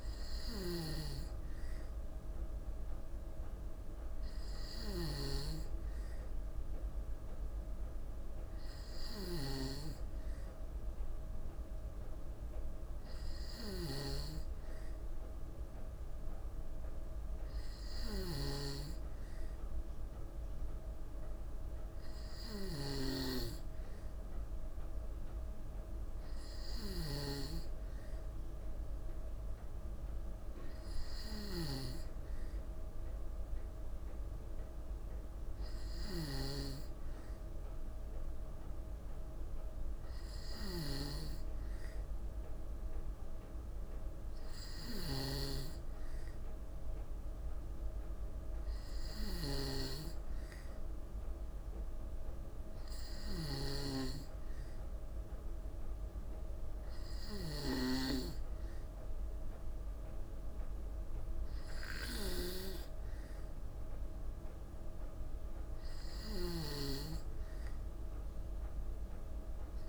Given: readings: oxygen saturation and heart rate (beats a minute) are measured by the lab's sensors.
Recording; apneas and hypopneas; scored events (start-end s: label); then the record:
breathing in sleep by a room microphone; none
0.00-69.89 s: snoring (device-marked)
From the record:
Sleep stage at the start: N2 (light sleep); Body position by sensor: on the back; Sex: female